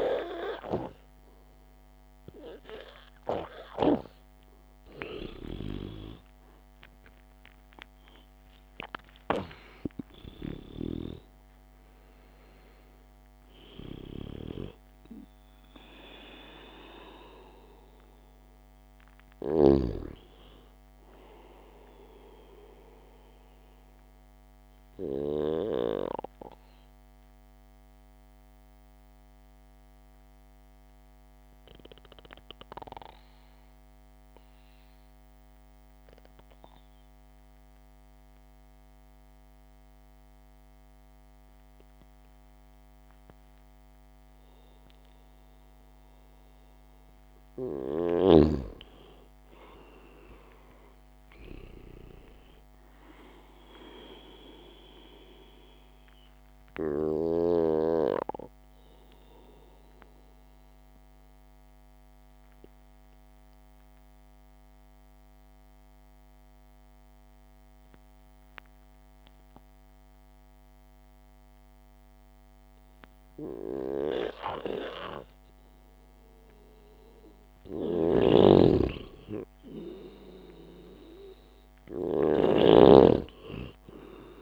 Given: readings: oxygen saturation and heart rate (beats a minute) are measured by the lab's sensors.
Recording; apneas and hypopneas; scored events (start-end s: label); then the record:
breathing in sleep by a microphone on the trachea; 2
26.00-45.50 s: central apnea (oxygen 97% before, 92% lowest, heart rate 64 before, 56 extreme, up 9 after)
29.00-36.00 s: oxygen desaturation (device-marked, oxygen 95% before, 92% lowest, heart rate 65 before, 56 extreme)
49.00-53.00 s: arousal
54.00-73.00 s: oxygen desaturation (device-marked, oxygen 98% before, 93% lowest, heart rate 65 before, 54 extreme)
60.50-74.00 s: mixed apnea (oxygen 98% before, 92% lowest, heart rate 65 before, 54 extreme, up 1 after)
76.00-79.50 s: arousal
78.00-83.00 s: snoring (device-marked)
From the record:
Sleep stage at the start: N2 (light sleep); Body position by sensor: on the back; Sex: male